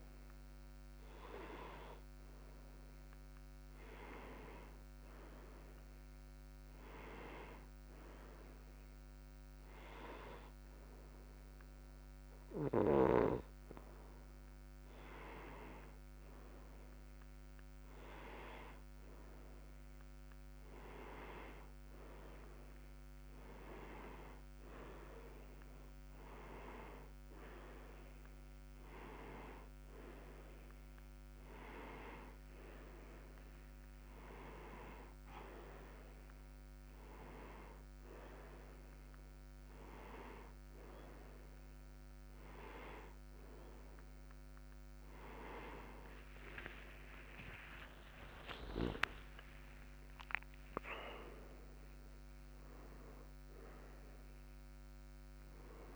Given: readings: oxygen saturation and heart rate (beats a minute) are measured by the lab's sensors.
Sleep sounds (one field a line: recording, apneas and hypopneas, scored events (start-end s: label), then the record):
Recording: breathing in sleep by a microphone on the trachea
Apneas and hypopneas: none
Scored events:
46.50-51.00 s: arousal
From the record:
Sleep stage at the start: N1 (lightest sleep)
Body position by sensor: on the right side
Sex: male